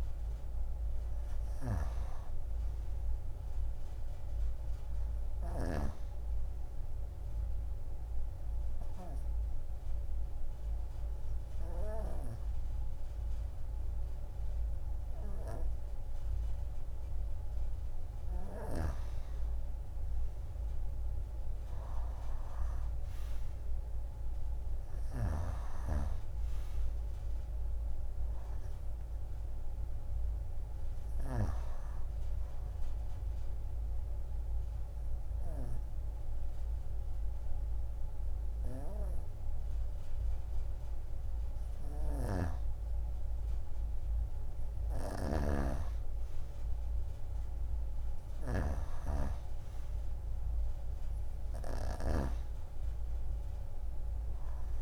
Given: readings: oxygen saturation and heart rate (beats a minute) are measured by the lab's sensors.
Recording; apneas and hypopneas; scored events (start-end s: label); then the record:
breathing in sleep by a room microphone; 2
0.00-8.50 s: oxygen desaturation (device-marked, oxygen 90% lowest)
7.50-19.00 s: obstructive apnea (oxygen 94% before, 87% lowest)
20.50-24.00 s: arousal
24.50-40.50 s: oxygen desaturation (device-marked, oxygen 93% before, 88% lowest)
25.00-31.50 s: snoring (device-marked)
32.00-43.00 s: obstructive apnea (oxygen 93% before, 87% lowest)
42.00-52.00 s: snoring (device-marked)
45.50-49.50 s: arousal
53.50-54.82 s: oxygen desaturation (device-marked, oxygen 94% before, 89% lowest)
From the record:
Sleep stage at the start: N2 (light sleep); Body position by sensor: on the right side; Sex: female